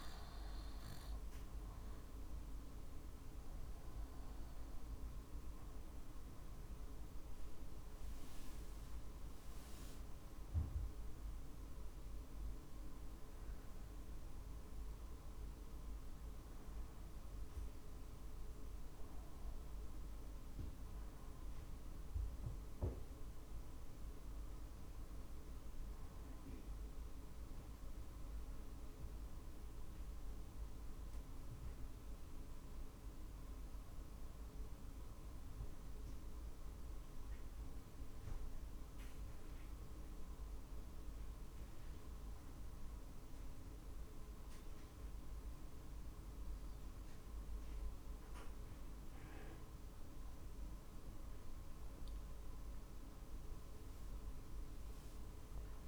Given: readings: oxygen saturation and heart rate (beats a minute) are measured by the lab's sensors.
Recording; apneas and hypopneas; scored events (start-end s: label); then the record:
breathing in sleep, hard to hear, by a room microphone; 1
0.00-3.00 s: arousal
33.50-50.00 s: obstructive apnea (oxygen 94% before, 92% lowest, heart rate 49 before, 47 extreme, up 4 after)
51.50-55.87 s: arousal
From the record:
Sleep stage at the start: N2 (light sleep); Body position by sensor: on the back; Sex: male